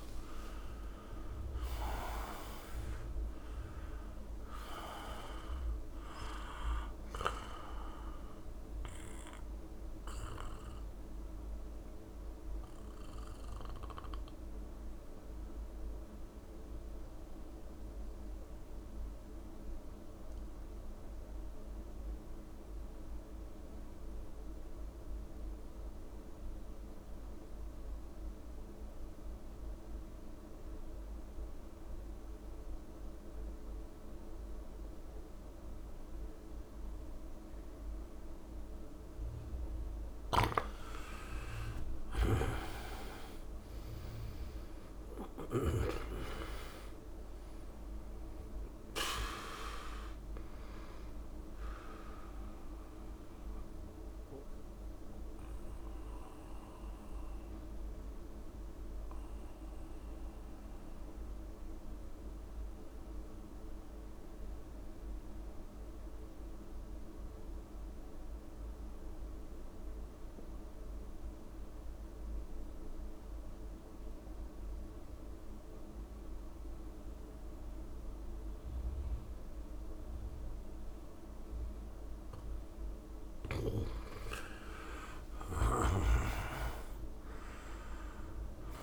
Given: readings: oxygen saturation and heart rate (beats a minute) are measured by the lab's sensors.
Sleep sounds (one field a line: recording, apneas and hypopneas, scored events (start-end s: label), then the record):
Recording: breathing in sleep by a room microphone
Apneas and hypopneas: 2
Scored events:
0.00-3.50 s: arousal
0.00-19.00 s: oxygen desaturation (device-marked, oxygen 85% lowest)
8.50-39.00 s: mixed apnea (oxygen 99% before, 85% lowest)
38.00-66.00 s: oxygen desaturation (device-marked, oxygen 98% before, 87% lowest)
40.00-44.50 s: arousal
53.00-83.50 s: mixed apnea (oxygen 99% before, 86% lowest)
81.00-88.83 s: oxygen desaturation (device-marked, oxygen 98% before, 86% lowest)
85.00-88.50 s: arousal
From the record:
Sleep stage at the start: N2 (light sleep)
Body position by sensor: on the back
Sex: male